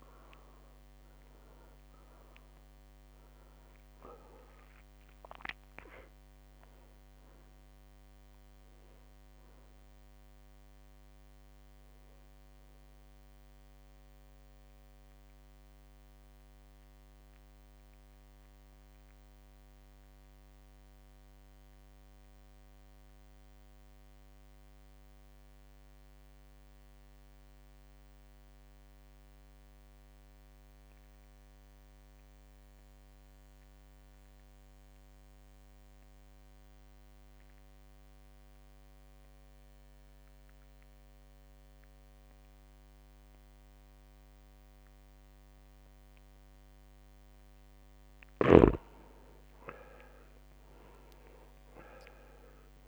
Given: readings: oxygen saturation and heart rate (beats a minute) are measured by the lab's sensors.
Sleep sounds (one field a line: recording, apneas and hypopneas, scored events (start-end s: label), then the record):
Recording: breathing in sleep by a microphone on the trachea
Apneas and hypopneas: 1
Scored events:
0.00-24.00 s: oxygen desaturation (device-marked, oxygen 83% lowest, heart rate 53 extreme)
0.00-32.00 s: drop in pulse transit time (device-marked, heart rate 53 extreme)
14.00-47.50 s: mixed apnea (oxygen 98% before, 83% lowest, heart rate 57 before, 53 extreme, up 2 after)
41.00-52.88 s: oxygen desaturation (device-marked, oxygen 100% before, 84% lowest, heart rate 55 before, 53 extreme)
48.50-52.88 s: snoring (device-marked)
50.50-52.88 s: arousal
From the record:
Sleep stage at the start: N2 (light sleep)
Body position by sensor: on the back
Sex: male